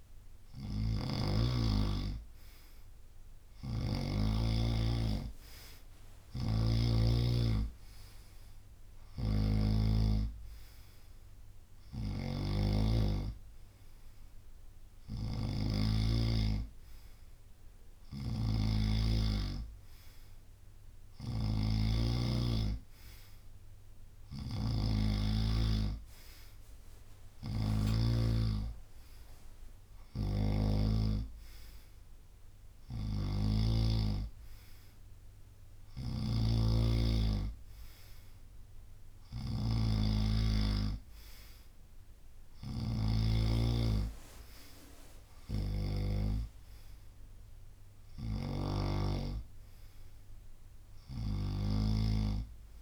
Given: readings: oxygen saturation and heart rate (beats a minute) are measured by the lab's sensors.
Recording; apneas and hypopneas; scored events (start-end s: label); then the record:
breathing in sleep by a room microphone; none
0.00-1.00 s: drop in pulse transit time (device-marked, heart rate 69 extreme)
0.00-4.00 s: snoring (device-marked)
6.00-9.50 s: snoring (device-marked)
11.50-52.82 s: snoring (device-marked)
44.00-51.00 s: drop in pulse transit time (device-marked, heart rate 71 before, 70 extreme)
From the record:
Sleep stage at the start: N2 (light sleep); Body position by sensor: on the right side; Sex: male